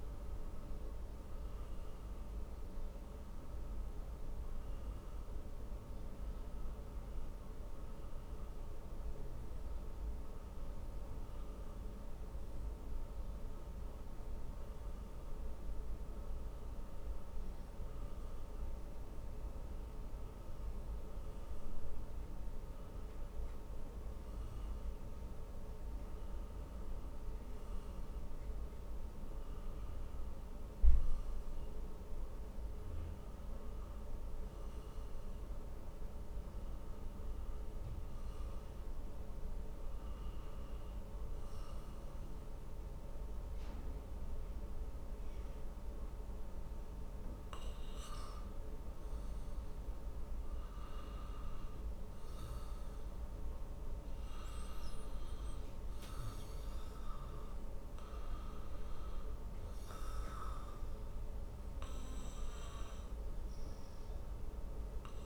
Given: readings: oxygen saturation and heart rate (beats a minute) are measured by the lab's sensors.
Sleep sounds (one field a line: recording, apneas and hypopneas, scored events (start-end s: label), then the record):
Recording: breathing in sleep, hard to hear, by a room microphone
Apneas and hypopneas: none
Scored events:
none scored
From the record:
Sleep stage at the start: N2 (light sleep)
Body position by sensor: on the back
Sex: male